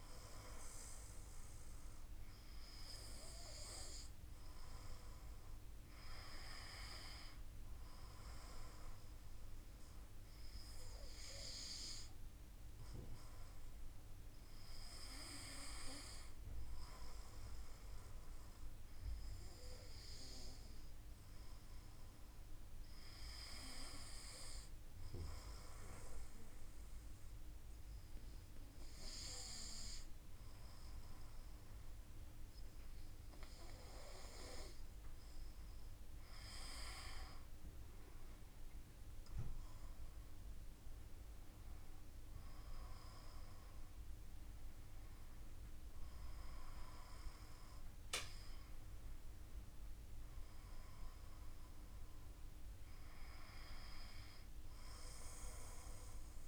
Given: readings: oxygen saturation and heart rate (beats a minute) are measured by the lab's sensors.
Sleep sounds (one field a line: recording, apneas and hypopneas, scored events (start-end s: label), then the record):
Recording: breathing in sleep by a room microphone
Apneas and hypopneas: 1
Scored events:
18.00-32.50 s: hypopnea (oxygen 96% before, 94% lowest, heart rate 53 before, 52 extreme, up 3 after)
36.50-40.50 s: arousal
From the record:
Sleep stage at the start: N2 (light sleep)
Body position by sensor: on the back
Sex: male